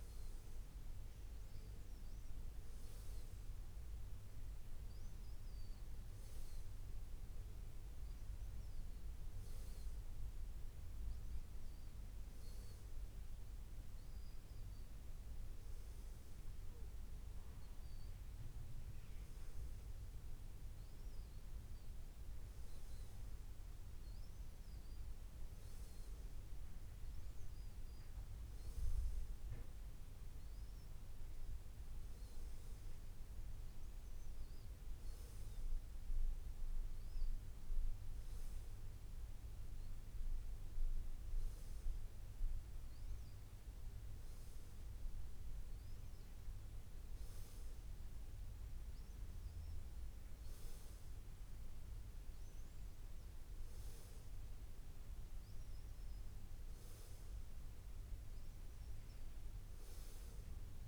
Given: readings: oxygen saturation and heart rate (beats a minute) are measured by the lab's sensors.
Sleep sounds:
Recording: breathing in sleep, hard to hear, by a room microphone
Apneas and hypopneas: none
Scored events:
none scored
From the record:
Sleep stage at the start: N2 (light sleep)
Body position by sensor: on the back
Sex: male

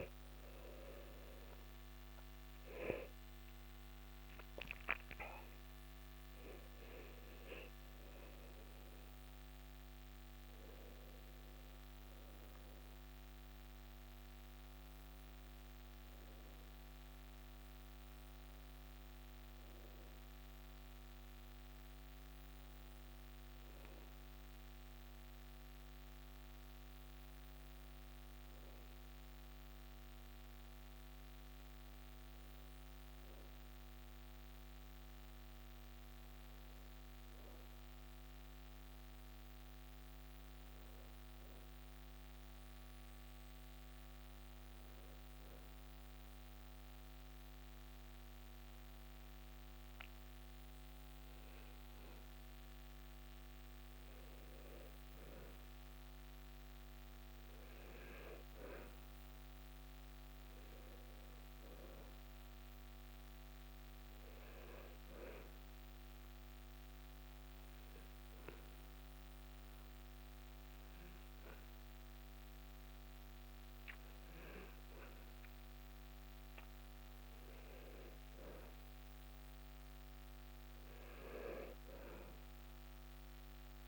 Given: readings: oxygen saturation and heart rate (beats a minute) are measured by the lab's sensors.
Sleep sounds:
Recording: breathing in sleep, hard to hear, by a microphone on the trachea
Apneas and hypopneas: 2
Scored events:
0.00-7.50 s: oxygen desaturation (device-marked, oxygen 91% lowest, heart rate 64 extreme)
38.50-42.00 s: arousal
45.50-55.50 s: obstructive apnea (oxygen 96% before, 91% lowest, heart rate 66 before, 66 extreme, up 4 after)
57.50-60.50 s: arousal
59.50-77.50 s: oxygen desaturation (device-marked, oxygen 95% before, 91% lowest, heart rate 68 before, 65 extreme)
66.50-77.50 s: obstructive apnea (oxygen 96% before, 90% lowest, heart rate 69 before, 65 extreme, up 6 after)
80.00-83.88 s: arousal
From the record:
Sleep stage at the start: N2 (light sleep)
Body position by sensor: on the back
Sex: male

